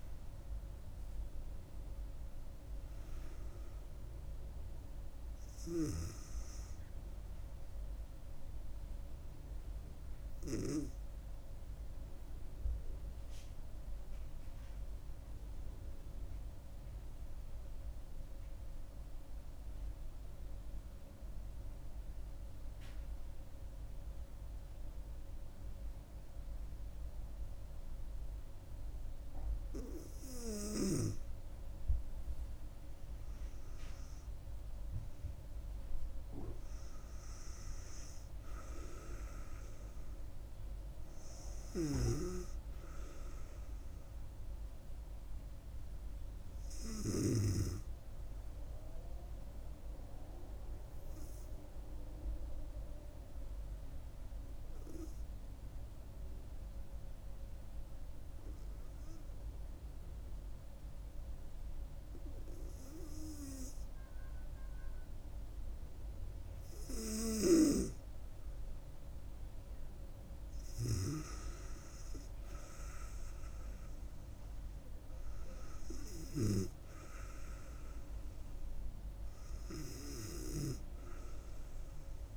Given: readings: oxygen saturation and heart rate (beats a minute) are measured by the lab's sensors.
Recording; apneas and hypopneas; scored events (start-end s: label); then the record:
breathing in sleep by a room microphone; 2
0.00-16.50 s: oxygen desaturation (device-marked, oxygen 92% lowest, heart rate 64 extreme)
12.00-30.50 s: mixed apnea (oxygen 96% before, 91% lowest, heart rate 73 before, 64 extreme, up 9 after)
32.50-36.00 s: arousal
32.50-49.50 s: oxygen desaturation (device-marked, oxygen 97% before, 91% lowest, heart rate 67 before, 68 extreme)
54.50-66.50 s: obstructive apnea (oxygen 97% before, 92% lowest, heart rate 72 before, 67 extreme, up 4 after)
68.50-72.00 s: arousal
68.50-82.37 s: oxygen desaturation (device-marked, oxygen 97% before, 92% lowest, heart rate 69 before, 67 extreme)
From the record:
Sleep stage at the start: N2 (light sleep); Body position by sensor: on the back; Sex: female